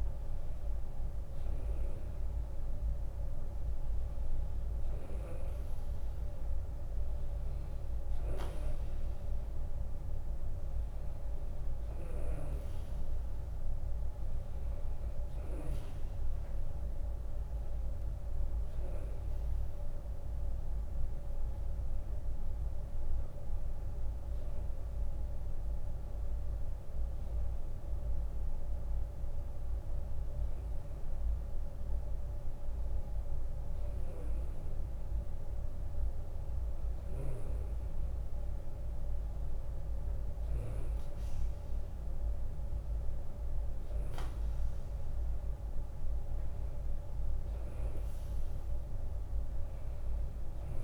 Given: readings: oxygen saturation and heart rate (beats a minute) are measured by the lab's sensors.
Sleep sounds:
breathing in sleep, hard to hear, by a room microphone; none
4.00-13.00 s: drop in pulse transit time (device-marked, heart rate 75 before, 76 extreme)
13.50-15.50 s: long interval between heartbeats (device-marked, heart rate 76 before, 77 extreme)
43.00-45.00 s: long interval between heartbeats (device-marked, heart rate 77 before, 67 extreme)
From the record:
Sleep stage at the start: N2 (light sleep); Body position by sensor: on the right side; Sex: male

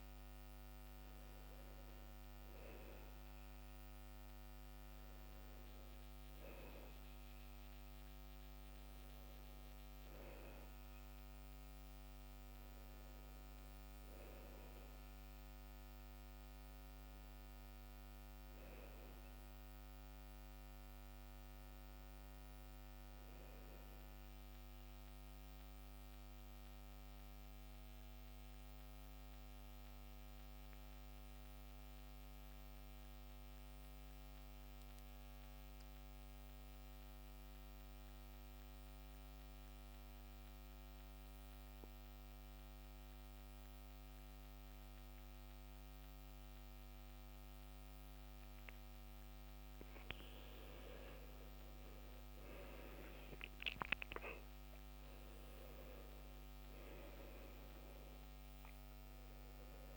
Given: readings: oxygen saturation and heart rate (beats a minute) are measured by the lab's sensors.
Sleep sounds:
breathing in sleep, hard to hear, by a microphone on the trachea; 1
0.00-26.50 s: oxygen desaturation (device-marked, oxygen 86% lowest, heart rate 60 extreme)
24.50-49.50 s: mixed apnea (oxygen 93% before, 88% lowest, heart rate 69 before, 60 extreme, up 14 after)
51.00-55.00 s: arousal
53.50-59.97 s: oxygen desaturation (device-marked, oxygen 98% before, 88% lowest, heart rate 64 before, 64 extreme)
From the record:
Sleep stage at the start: N2 (light sleep); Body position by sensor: on the back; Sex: male

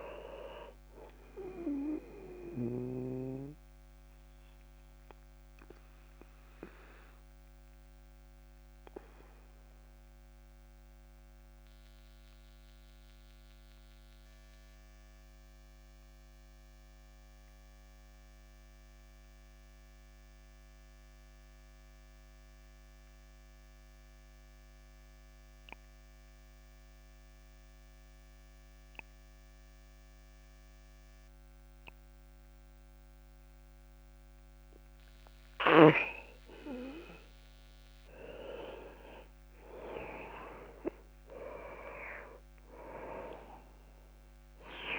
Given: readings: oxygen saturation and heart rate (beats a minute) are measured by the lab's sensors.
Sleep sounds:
breathing in sleep by a microphone on the trachea; 1
0.00-17.50 s: oxygen desaturation (device-marked, oxygen 84% lowest)
3.00-33.00 s: obstructive apnea (oxygen 98% before, 84% lowest, heart rate 40 before, 25 extreme, up 9 after)
36.50-44.99 s: oxygen desaturation (device-marked, oxygen 99% before, 89% lowest, heart rate 52 before, 27 extreme)
38.00-42.00 s: arousal
From the record:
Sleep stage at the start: N2 (light sleep); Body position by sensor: on the back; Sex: male

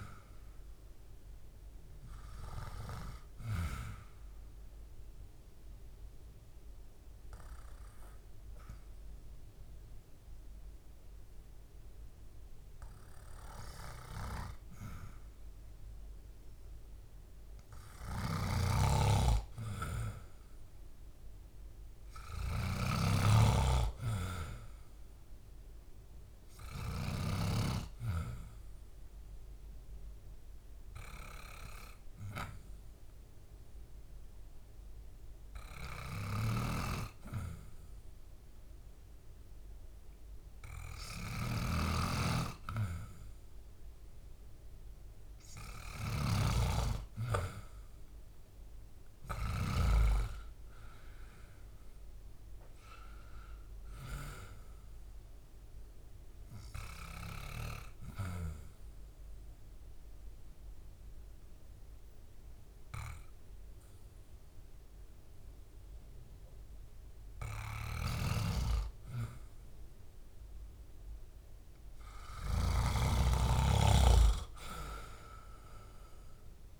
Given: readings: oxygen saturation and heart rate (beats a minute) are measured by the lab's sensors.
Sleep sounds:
breathing in sleep by a room microphone; 3
4.00-16.00 s: obstructive apnea (oxygen 97% before, 92% lowest, heart rate 70 before, 65 extreme, up 5 after)
4.50-18.50 s: oxygen desaturation (device-marked, oxygen 97% before, 92% lowest, heart rate 70 before, 65 extreme)
18.00-23.00 s: snoring (device-marked)
19.50-23.50 s: arousal
28.50-42.50 s: hypopnea (oxygen 96% before, 92% lowest, heart rate 68 before, 67 extreme, up 2 after)
30.50-45.50 s: oxygen desaturation (device-marked, oxygen 96% before, 92% lowest, heart rate 69 before, 67 extreme)
46.50-50.50 s: arousal
57.50-68.50 s: obstructive apnea (oxygen 96% before, 91% lowest, heart rate 70 before, 67 extreme, up 4 after)
67.50-73.00 s: snoring (device-marked)
72.00-76.50 s: arousal
From the record:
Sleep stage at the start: N2 (light sleep); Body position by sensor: on the back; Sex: male

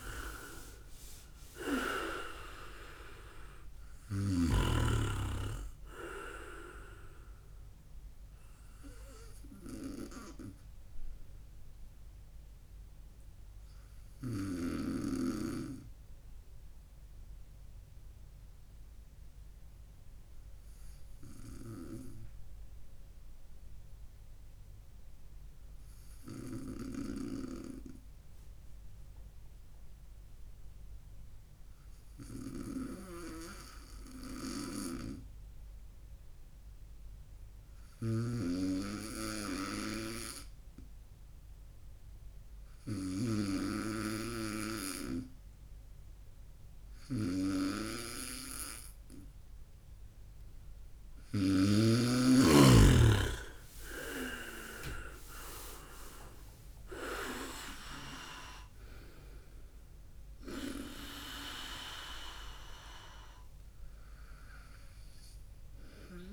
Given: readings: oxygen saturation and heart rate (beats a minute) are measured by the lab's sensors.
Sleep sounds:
breathing in sleep by a room microphone; 1
13.50-49.50 s: obstructive apnea (oxygen 99% before, 95% lowest, heart rate 67 before, 58 extreme, up 13 after)
27.00-51.50 s: snoring (device-marked)
52.00-56.00 s: arousal
From the record:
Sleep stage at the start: N2 (light sleep); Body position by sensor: on the right side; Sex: male

